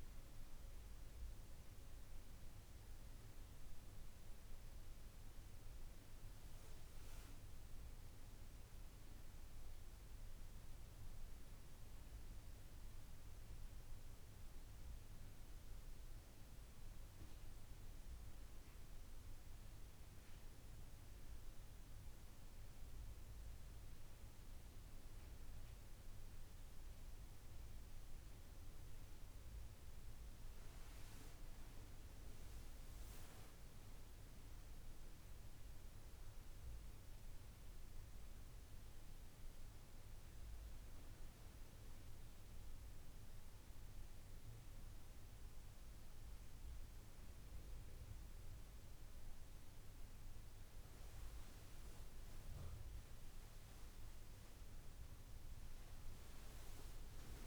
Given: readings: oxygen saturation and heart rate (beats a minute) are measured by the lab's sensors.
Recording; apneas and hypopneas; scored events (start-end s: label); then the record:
breathing in sleep, hard to hear, by a room microphone; none
12.00-57.47 s: new sleep stage, N2 (light sleep)
From the record:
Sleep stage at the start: N1 (lightest sleep); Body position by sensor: on the back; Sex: female